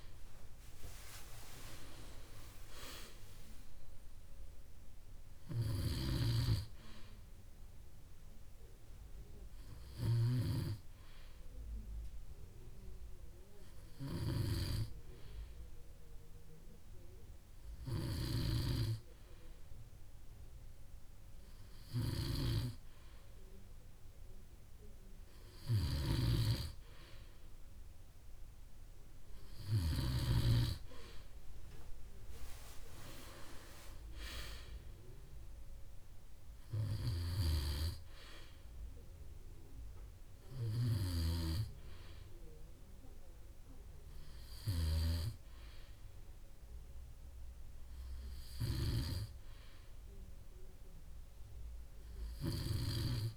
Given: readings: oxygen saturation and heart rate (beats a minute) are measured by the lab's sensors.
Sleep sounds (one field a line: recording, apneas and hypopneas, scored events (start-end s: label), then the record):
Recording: breathing in sleep by a room microphone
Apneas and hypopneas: none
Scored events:
6.50-31.00 s: snoring (device-marked)
From the record:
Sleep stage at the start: N2 (light sleep)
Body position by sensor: on the back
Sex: male